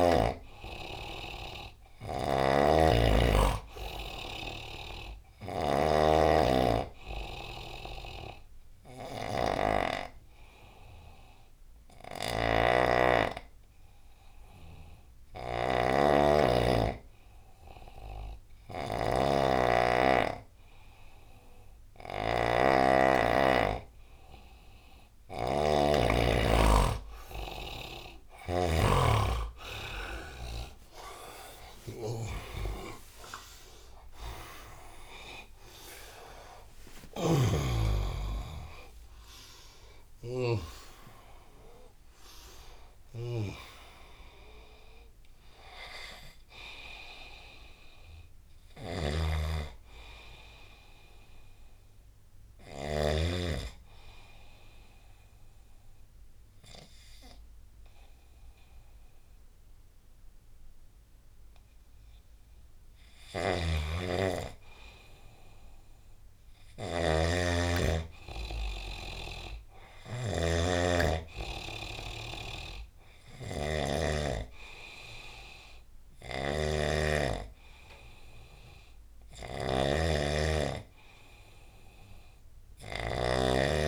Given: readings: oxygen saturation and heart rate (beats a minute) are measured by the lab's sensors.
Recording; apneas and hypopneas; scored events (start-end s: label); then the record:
breathing in sleep by a room microphone; 1
0.00-40.50 s: snoring (device-marked)
28.50-38.50 s: oxygen desaturation (device-marked, oxygen 95% before, 90% lowest, heart rate 77 before, 78 extreme)
31.50-37.50 s: arousal
40.50-46.50 s: oxygen desaturation (device-marked, oxygen 95% before, 91% lowest, heart rate 84 before, 73 extreme)
42.50-53.00 s: snoring (device-marked)
53.00-63.50 s: obstructive apnea (oxygen 95% before, 92% lowest, heart rate 89 before, 72 extreme, up 0 after)
63.00-83.87 s: snoring (device-marked)
66.50-69.50 s: arousal
75.50-83.87 s: oxygen desaturation (device-marked, oxygen 99% before, 95% lowest, heart rate 78 before, 70 extreme)
From the record:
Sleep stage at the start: N2 (light sleep); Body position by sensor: on the right side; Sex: male